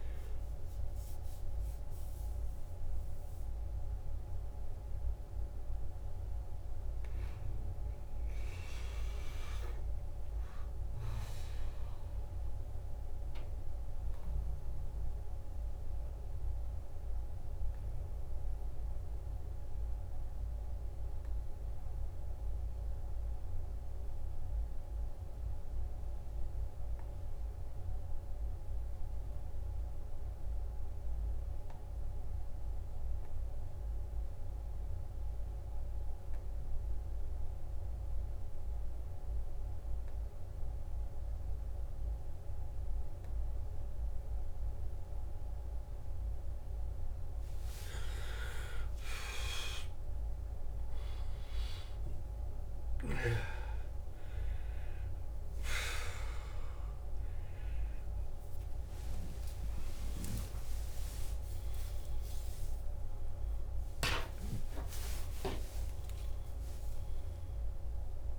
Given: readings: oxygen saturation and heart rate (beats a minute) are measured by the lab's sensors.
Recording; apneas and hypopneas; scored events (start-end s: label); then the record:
breathing in sleep by a room microphone; 1
0.00-23.50 s: oxygen desaturation (device-marked, oxygen 87% lowest, heart rate 56 extreme)
3.00-47.00 s: mixed apnea (oxygen 99% before, 87% lowest, heart rate 63 before, 56 extreme, up 16 after)
41.50-68.39 s: oxygen desaturation (device-marked, oxygen 98% before, 88% lowest, heart rate 57 before, 56 extreme)
48.50-53.00 s: arousal
56.00-58.00 s: long interval between heartbeats (device-marked, heart rate 59 before, 81 extreme)
56.50-68.39 s: new sleep stage, N1 (lightest sleep)
61.50-66.50 s: arousal
65.00-67.00 s: long interval between heartbeats (device-marked, heart rate 70 before, 84 extreme)
From the record:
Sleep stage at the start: N2 (light sleep); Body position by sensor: on the back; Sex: male